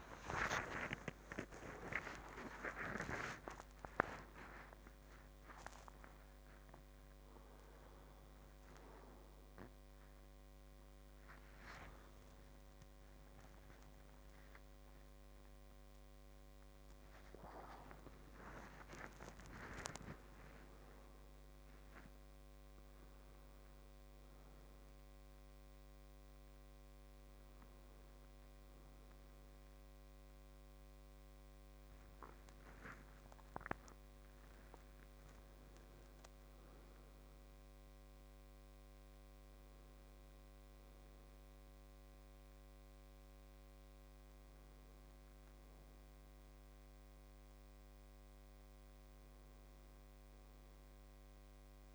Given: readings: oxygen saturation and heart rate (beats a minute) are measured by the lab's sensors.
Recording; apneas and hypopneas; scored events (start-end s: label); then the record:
a person awake in a sleep study, by a microphone on the trachea; none
21.00-35.00 s: oxygen desaturation (device-marked, oxygen 100% before, 95% lowest, heart rate 94 before, 54 extreme)
30.00-51.95 s: new sleep stage, N1 (lightest sleep)
42.00-51.95 s: oxygen desaturation (device-marked, oxygen 96% before, 93% lowest, heart rate 66 before, 54 extreme)
From the record:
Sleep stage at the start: awake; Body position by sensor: on the left side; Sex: male